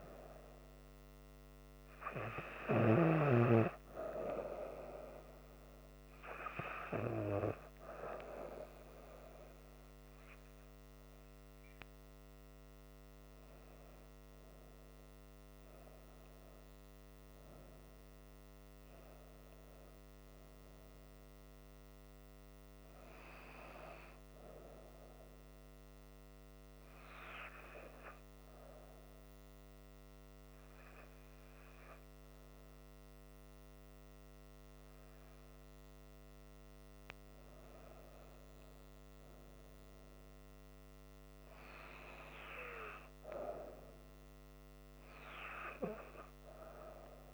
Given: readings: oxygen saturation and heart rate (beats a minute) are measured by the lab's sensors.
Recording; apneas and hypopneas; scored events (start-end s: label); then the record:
breathing in sleep by a microphone on the trachea; 1
0.00-16.50 s: oxygen desaturation (device-marked, oxygen 91% lowest, heart rate 67 extreme)
25.00-37.00 s: hypopnea (oxygen 97% before, 93% lowest, heart rate 71 before, 67 extreme, up 4 after)
39.00-43.00 s: arousal
From the record:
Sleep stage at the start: N2 (light sleep); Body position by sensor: on the back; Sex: female